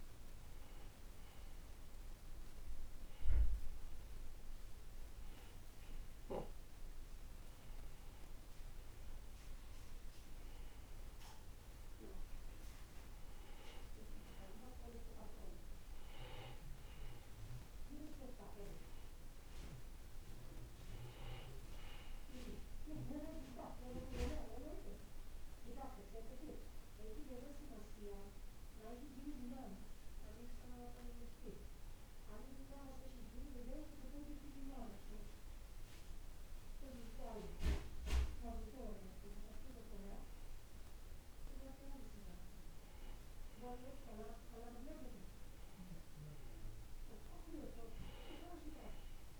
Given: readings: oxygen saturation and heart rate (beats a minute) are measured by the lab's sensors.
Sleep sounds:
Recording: breathing in sleep by a room microphone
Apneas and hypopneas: none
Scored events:
none scored
From the record:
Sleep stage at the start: N2 (light sleep)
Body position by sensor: on the back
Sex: male

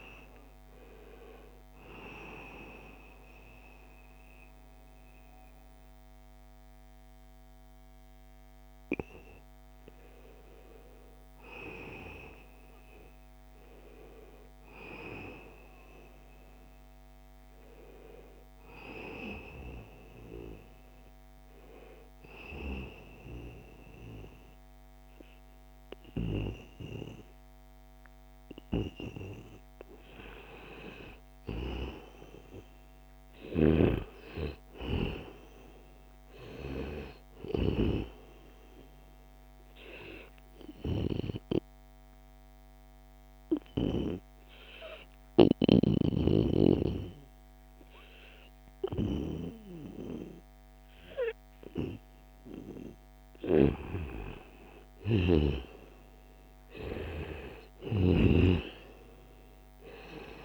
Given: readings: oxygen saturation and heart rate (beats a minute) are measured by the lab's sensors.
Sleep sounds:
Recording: breathing in sleep by a microphone on the trachea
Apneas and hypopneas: 2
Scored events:
18.00-28.50 s: obstructive apnea (oxygen 97% before, 90% lowest, heart rate 80 before, 76 extreme, up 0 after)
25.00-60.45 s: new sleep stage, N2 (light sleep)
30.50-34.50 s: arousal
39.00-52.50 s: obstructive apnea (oxygen 96% before, 90% lowest, heart rate 79 before, 75 extreme, up 2 after)
52.50-60.45 s: snoring (device-marked)
58.00-60.45 s: oxygen desaturation (device-marked, oxygen 94% before, 90% lowest, heart rate 78 before, 70 extreme)
From the record:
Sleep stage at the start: N1 (lightest sleep)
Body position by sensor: on the back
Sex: male

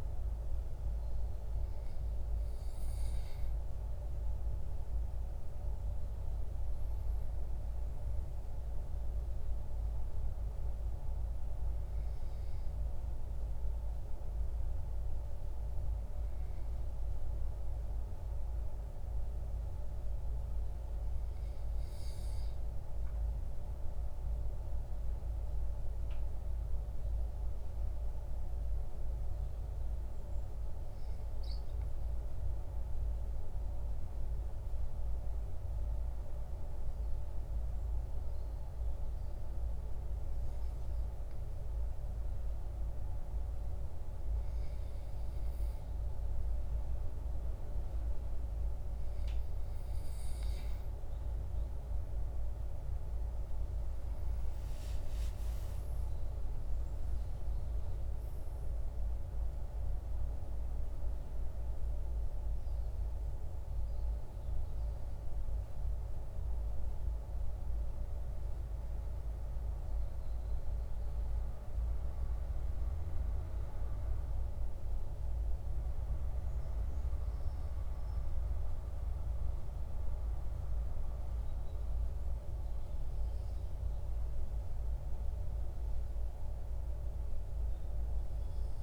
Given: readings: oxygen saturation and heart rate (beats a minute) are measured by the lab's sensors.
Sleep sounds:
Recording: breathing in sleep, hard to hear, by a room microphone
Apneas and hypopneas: 1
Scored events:
11.00-88.83 s: new sleep stage, N2 (light sleep)
29.00-46.00 s: hypopnea (oxygen 97% before, 95% lowest, heart rate 52 before, 45 extreme, up 9 after)
52.00-57.00 s: arousal
From the record:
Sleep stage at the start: N1 (lightest sleep)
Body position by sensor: on the back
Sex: male

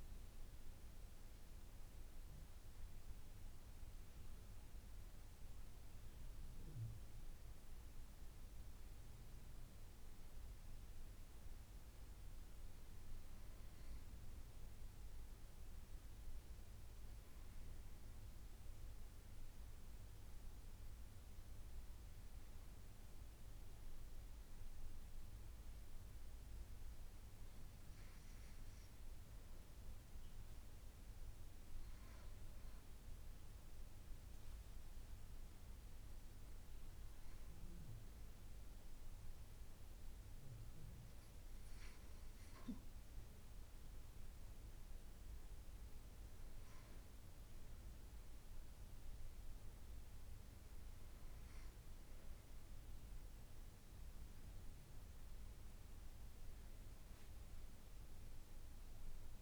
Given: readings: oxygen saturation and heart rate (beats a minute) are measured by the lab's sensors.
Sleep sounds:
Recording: breathing in sleep, hard to hear, by a room microphone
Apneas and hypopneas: none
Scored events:
56.00-59.42 s: arousal
From the record:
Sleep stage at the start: N2 (light sleep)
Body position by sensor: on the back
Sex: female

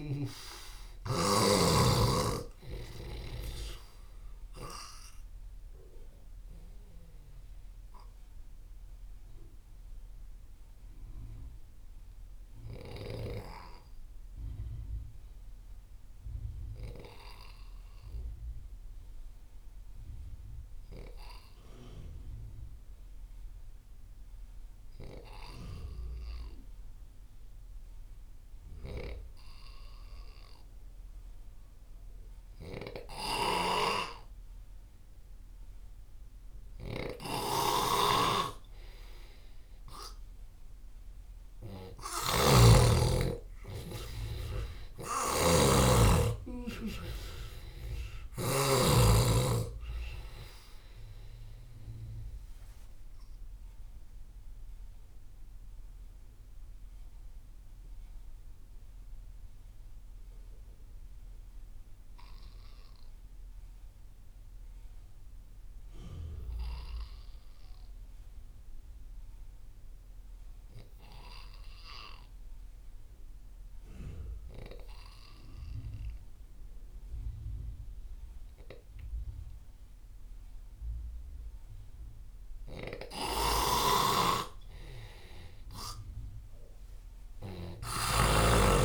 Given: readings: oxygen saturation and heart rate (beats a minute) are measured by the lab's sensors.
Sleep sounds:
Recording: breathing in sleep by a room microphone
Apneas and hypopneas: 2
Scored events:
0.00-1.00 s: snoring (device-marked)
0.00-19.50 s: oxygen desaturation (device-marked, oxygen 86% lowest)
4.50-36.50 s: obstructive apnea (oxygen 98% before, 86% lowest)
33.00-48.50 s: snoring (device-marked)
34.50-69.50 s: oxygen desaturation (device-marked, oxygen 98% before, 88% lowest)
42.00-46.50 s: arousal
53.00-83.50 s: obstructive apnea (oxygen 98% before, 86% lowest)
77.50-88.85 s: oxygen desaturation (device-marked, oxygen 98% before, 86% lowest)
83.00-88.85 s: snoring (device-marked)
86.50-88.85 s: arousal
From the record:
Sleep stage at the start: N2 (light sleep)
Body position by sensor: on the left side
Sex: male

